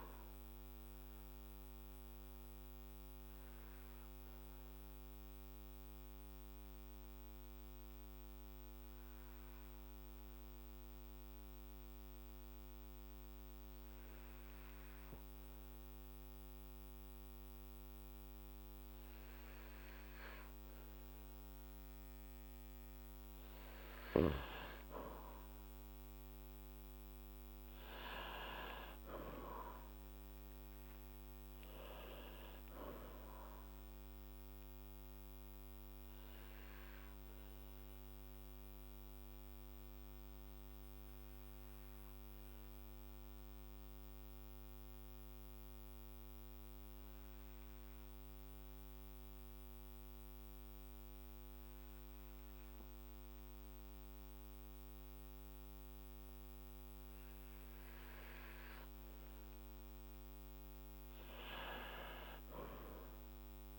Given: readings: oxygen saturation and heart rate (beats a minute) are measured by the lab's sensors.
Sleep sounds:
breathing in sleep by a microphone on the trachea; 2
1.00-20.50 s: obstructive apnea (oxygen 100% before, 96% lowest, heart rate 53 before, 51 extreme, up 9 after)
25.00-29.50 s: arousal
34.50-58.50 s: obstructive apnea (oxygen 99% before, 96% lowest, heart rate 58 before, 52 extreme, up 7 after)
From the record:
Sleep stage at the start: N2 (light sleep); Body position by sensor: on the back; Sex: male

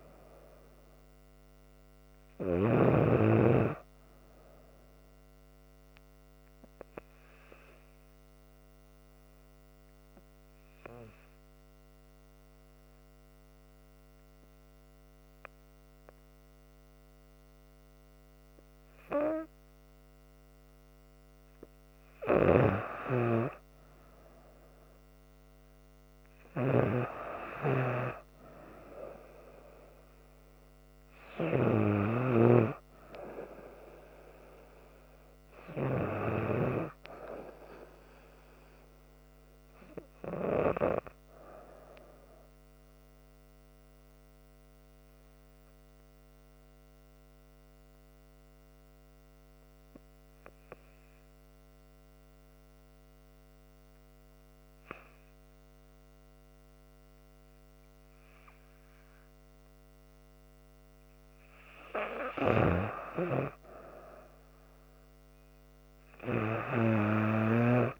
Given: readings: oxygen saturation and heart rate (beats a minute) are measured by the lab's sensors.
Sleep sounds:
breathing in sleep by a microphone on the trachea; 2
0.00-3.00 s: snoring (device-marked)
5.00-20.50 s: hypopnea (oxygen 97% before, 92% lowest, heart rate 72 before, 68 extreme, up 4 after)
22.50-25.50 s: arousal
25.50-46.50 s: oxygen desaturation (device-marked, oxygen 97% before, 93% lowest, heart rate 70 before, 71 extreme)
42.50-60.00 s: hypopnea (oxygen 97% before, 91% lowest, heart rate 72 before, 68 extreme, up 3 after)
55.50-68.00 s: new sleep stage, REM sleep
61.50-68.00 s: oxygen desaturation (device-marked, oxygen 97% before, 91% lowest, heart rate 71 before, 68 extreme)
62.00-68.00 s: snoring (device-marked)
63.00-67.50 s: arousal
From the record:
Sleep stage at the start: N2 (light sleep); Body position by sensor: on the back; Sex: female

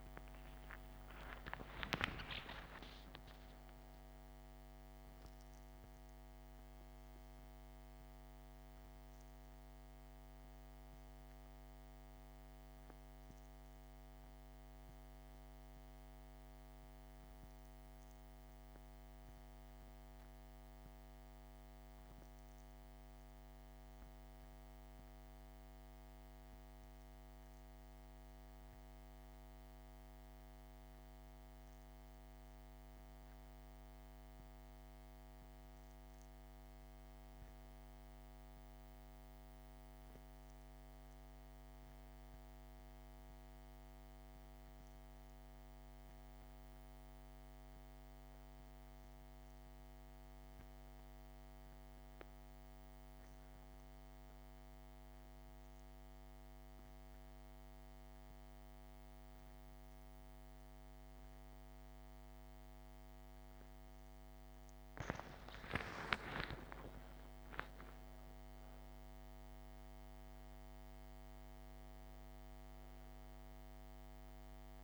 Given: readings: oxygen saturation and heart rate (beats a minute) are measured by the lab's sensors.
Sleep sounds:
a person partly awake in a sleep study, hard to hear, by a microphone on the trachea; none
8.00-74.84 s: new sleep stage, N1 (lightest sleep)
64.00-67.00 s: arousal
From the record:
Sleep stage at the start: awake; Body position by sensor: on the back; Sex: female

